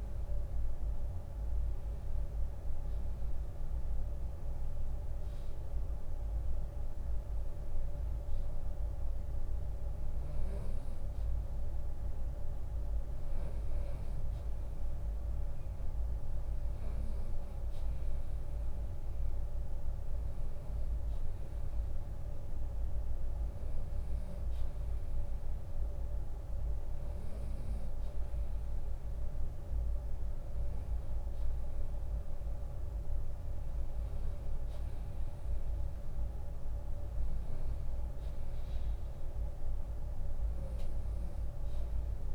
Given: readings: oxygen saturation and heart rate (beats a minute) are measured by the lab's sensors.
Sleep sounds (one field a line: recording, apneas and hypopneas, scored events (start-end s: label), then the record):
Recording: breathing in sleep, hard to hear, by a room microphone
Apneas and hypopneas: none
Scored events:
3.50-16.50 s: drop in pulse transit time (device-marked, heart rate 78 before, 77 extreme)
From the record:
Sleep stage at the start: REM sleep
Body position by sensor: on the right side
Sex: male